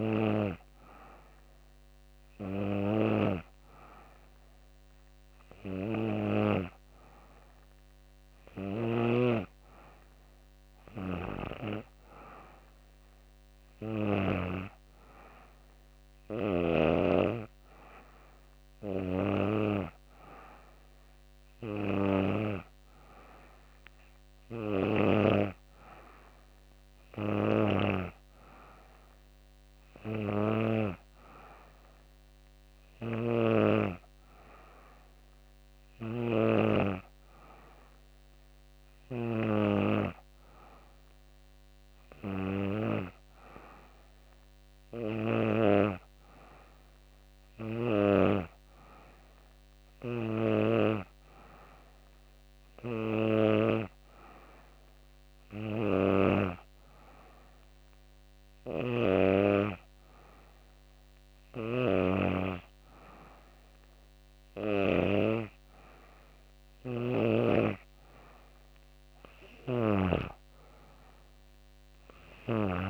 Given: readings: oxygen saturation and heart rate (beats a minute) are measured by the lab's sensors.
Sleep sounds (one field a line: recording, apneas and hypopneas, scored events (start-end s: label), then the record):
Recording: breathing in sleep by a microphone on the trachea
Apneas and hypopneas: none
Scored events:
none scored
From the record:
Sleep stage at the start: N2 (light sleep)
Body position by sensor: on the back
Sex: female